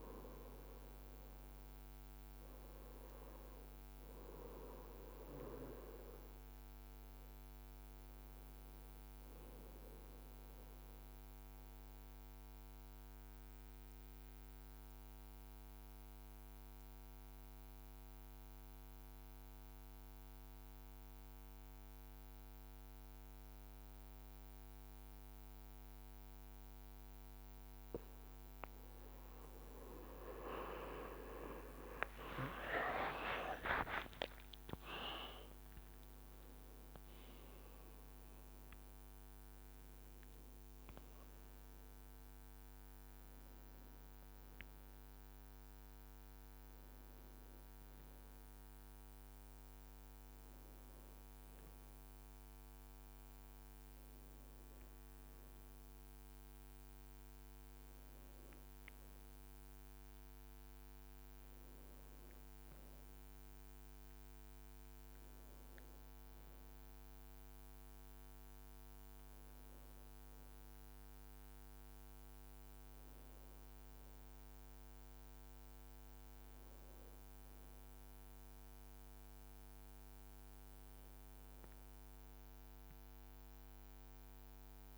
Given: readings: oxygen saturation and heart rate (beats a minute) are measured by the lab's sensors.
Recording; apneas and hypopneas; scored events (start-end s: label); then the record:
breathing in sleep by a microphone on the trachea; 1
0.00-4.50 s: arousal
12.00-27.00 s: obstructive apnea (oxygen 97% before, 93% lowest, heart rate 58 before, 54 extreme, up 25 after)
27.50-29.50 s: leg movement (device-marked)
29.00-33.00 s: arousal
30.00-31.00 s: leg movement (device-marked)
31.50-36.00 s: leg movement (device-marked)
32.50-34.50 s: long interval between heartbeats (device-marked, heart rate 56 before, 76 extreme)
33.00-63.00 s: new sleep stage, N1 (lightest sleep)
63.00-84.98 s: new sleep stage, N2 (light sleep)
From the record:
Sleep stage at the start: N2 (light sleep); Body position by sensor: on the right side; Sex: male